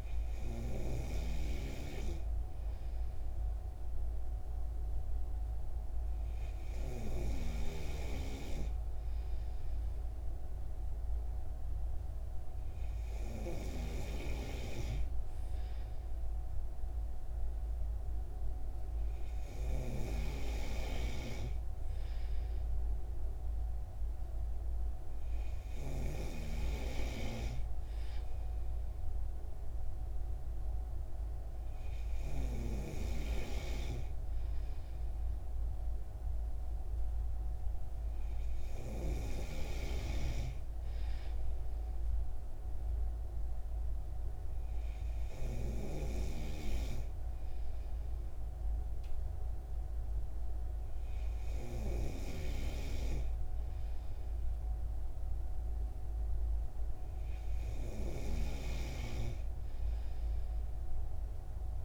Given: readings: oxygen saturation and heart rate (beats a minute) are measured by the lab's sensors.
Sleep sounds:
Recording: breathing in sleep by a room microphone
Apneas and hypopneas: none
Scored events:
none scored
From the record:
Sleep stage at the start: N3 (deep sleep)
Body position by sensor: on the right side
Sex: male

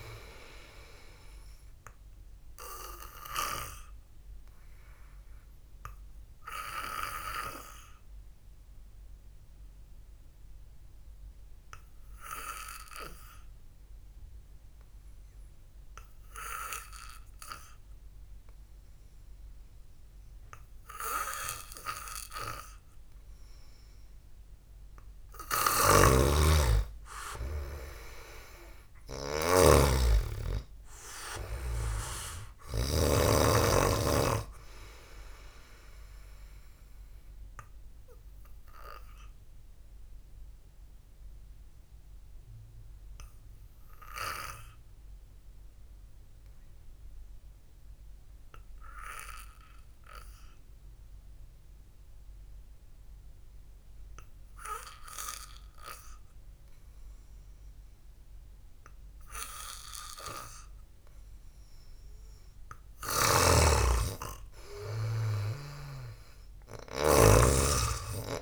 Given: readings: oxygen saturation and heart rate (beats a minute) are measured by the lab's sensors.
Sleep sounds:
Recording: breathing in sleep by a room microphone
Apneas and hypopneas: 2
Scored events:
5.50-25.00 s: obstructive apnea (oxygen 99% before, 93% lowest, heart rate 61 before, 52 extreme, up 3 after)
26.00-33.50 s: snoring (device-marked)
27.00-30.50 s: arousal
39.00-61.50 s: obstructive apnea (oxygen 96% before, 93% lowest, heart rate 56 before, 53 extreme, up 0 after)
64.00-67.00 s: arousal
66.00-68.42 s: snoring (device-marked)
From the record:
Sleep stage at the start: N2 (light sleep)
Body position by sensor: on the back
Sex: male

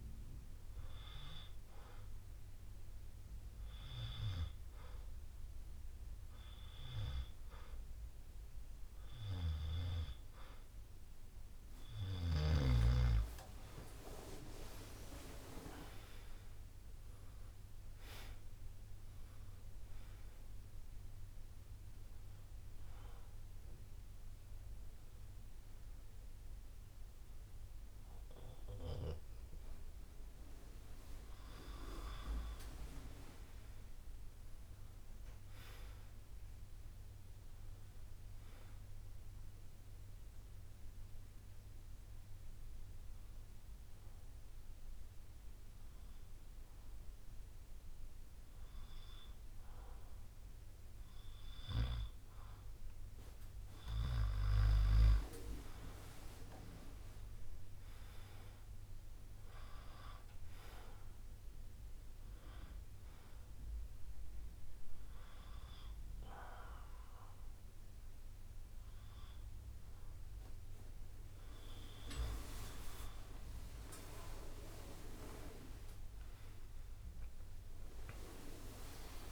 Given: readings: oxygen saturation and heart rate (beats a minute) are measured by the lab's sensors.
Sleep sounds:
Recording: breathing in sleep by a room microphone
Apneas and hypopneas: 4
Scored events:
0.00-8.00 s: oxygen desaturation (device-marked, oxygen 94% lowest, heart rate 61 extreme)
1.00-11.00 s: hypopnea (oxygen 97% before, 93% lowest, heart rate 63 before, 61 extreme, up 11 after)
12.50-17.00 s: arousal
14.00-26.00 s: drop in pulse transit time (device-marked, heart rate 63 before, 63 extreme)
21.00-29.00 s: oxygen desaturation (device-marked, oxygen 96% before, 93% lowest, heart rate 65 before, 58 extreme)
22.00-32.00 s: hypopnea (oxygen 97% before, 93% lowest, heart rate 65 before, 58 extreme, up 12 after)
34.50-38.00 s: arousal
40.00-42.00 s: long interval between heartbeats (device-marked, heart rate 68 before, 64 extreme)
40.50-52.50 s: hypopnea (oxygen 96% before, 93% lowest, heart rate 68 before, 58 extreme, up 12 after)
43.00-45.00 s: bradycardia (device-marked, heart rate 63 before, 62 extreme)
56.00-60.50 s: arousal
56.00-65.00 s: drop in pulse transit time (device-marked, heart rate 63 before, 63 extreme)
64.00-74.50 s: hypopnea (oxygen 95% before, 93% lowest, heart rate 63 before, 60 extreme)
70.00-79.32 s: new sleep stage, awake
73.00-79.32 s: drop in pulse transit time (device-marked, heart rate 64 before, 75 extreme)
73.50-75.50 s: long interval between heartbeats (device-marked, heart rate 64 before, 75 extreme)
75.00-79.32 s: tachycardia (device-marked, heart rate 63 before, 168 extreme)
From the record:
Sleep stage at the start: N2 (light sleep)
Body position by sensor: on the back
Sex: male

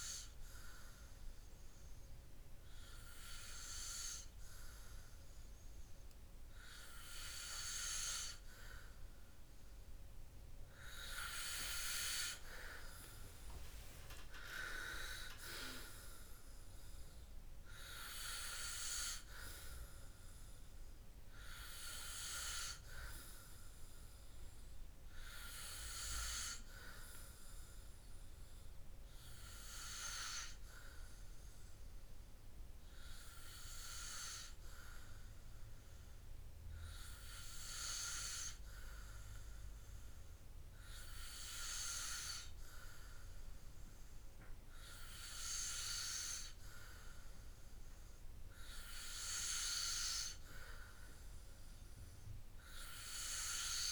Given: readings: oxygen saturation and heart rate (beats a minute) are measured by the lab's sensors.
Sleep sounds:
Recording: breathing in sleep by a room microphone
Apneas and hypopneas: none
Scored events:
none scored
From the record:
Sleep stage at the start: N3 (deep sleep)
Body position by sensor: on the back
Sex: male

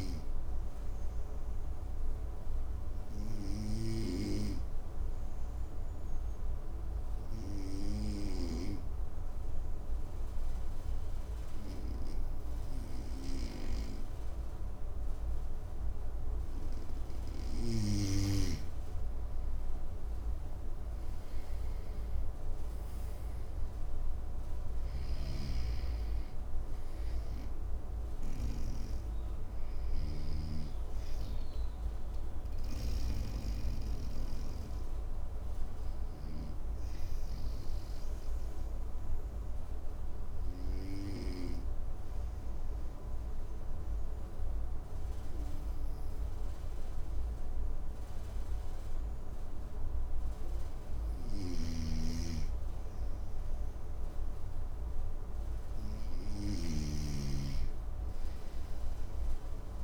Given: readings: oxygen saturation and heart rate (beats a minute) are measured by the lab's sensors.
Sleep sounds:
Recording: breathing in sleep by a room microphone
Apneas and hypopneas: 2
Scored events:
0.50-16.50 s: obstructive apnea (oxygen 98% before, 94% lowest, heart rate 58 before, 56 extreme, up 6 after)
19.50-24.00 s: arousal
24.00-32.50 s: snoring (device-marked)
34.50-49.00 s: obstructive apnea (oxygen 96% before, 93% lowest, heart rate 62 before, 56 extreme, up 1 after)
50.50-59.84 s: snoring (device-marked)
51.00-55.00 s: arousal
From the record:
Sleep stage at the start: N2 (light sleep)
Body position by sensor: on the right side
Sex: male

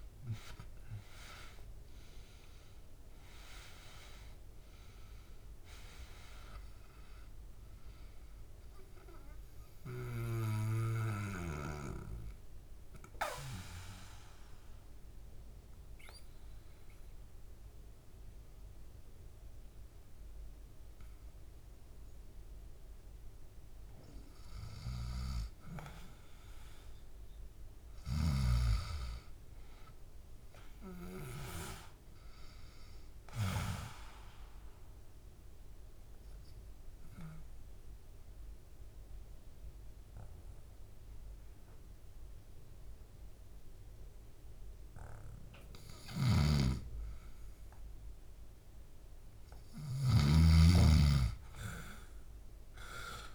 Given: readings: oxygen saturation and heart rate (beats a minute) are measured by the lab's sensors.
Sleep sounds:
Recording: breathing in sleep by a room microphone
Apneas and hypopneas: 2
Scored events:
0.00-2.50 s: arousal
8.00-23.00 s: obstructive apnea (oxygen 98% before, 89% lowest, heart rate 69 before, 69 extreme, up 1 after)
12.00-28.00 s: oxygen desaturation (device-marked, oxygen 97% before, 89% lowest, heart rate 71 before, 68 extreme)
28.50-32.00 s: arousal
34.00-46.00 s: obstructive apnea (oxygen 98% before, 91% lowest, heart rate 71 before, 68 extreme, up 0 after)
44.00-53.35 s: oxygen desaturation (device-marked, oxygen 97% before, 93% lowest, heart rate 71 before, 65 extreme)
52.00-53.35 s: arousal
From the record:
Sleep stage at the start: N2 (light sleep)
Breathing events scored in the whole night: 319 in 4.1 hours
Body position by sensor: on the back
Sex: male

